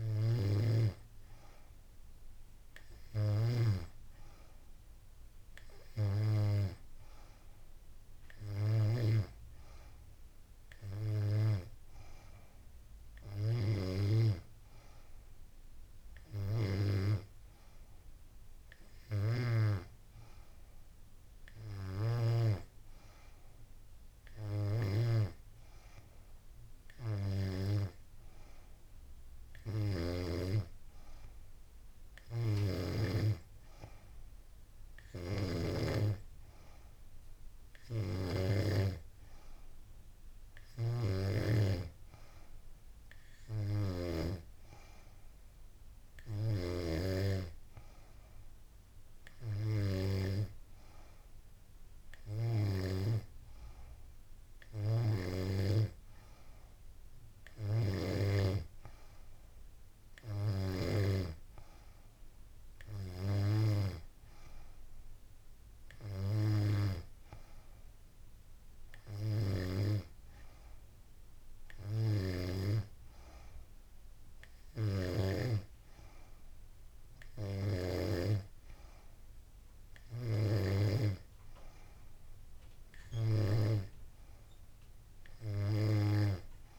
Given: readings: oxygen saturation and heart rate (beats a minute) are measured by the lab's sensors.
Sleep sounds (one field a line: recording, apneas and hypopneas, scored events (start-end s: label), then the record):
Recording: breathing in sleep by a room microphone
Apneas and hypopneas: none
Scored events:
none scored
From the record:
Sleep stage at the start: N3 (deep sleep)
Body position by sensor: on the back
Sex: female